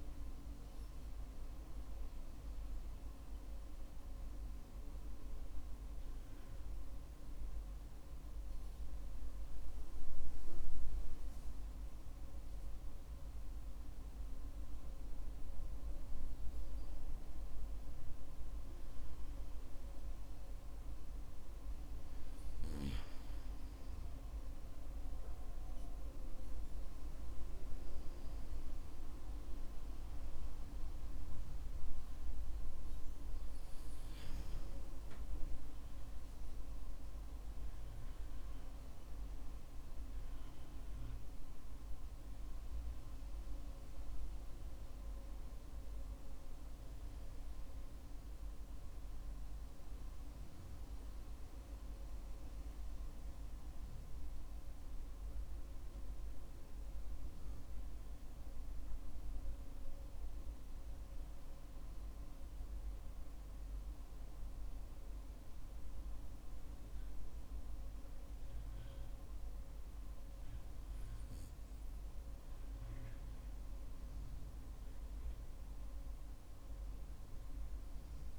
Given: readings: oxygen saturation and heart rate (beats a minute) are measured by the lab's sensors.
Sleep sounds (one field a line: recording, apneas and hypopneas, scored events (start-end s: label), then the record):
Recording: breathing in sleep, hard to hear, by a room microphone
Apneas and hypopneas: 2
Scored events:
3.50-18.00 s: hypopnea (oxygen 96% before, 94% lowest, heart rate 59 before, 48 extreme, up 9 after)
19.50-23.50 s: arousal
46.50-50.00 s: arousal
51.00-71.50 s: hypopnea (oxygen 95% before, 94% lowest, heart rate 60 before, 51 extreme, up 9 after)
74.50-78.39 s: arousal
From the record:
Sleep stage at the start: N2 (light sleep)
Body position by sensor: on the back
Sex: male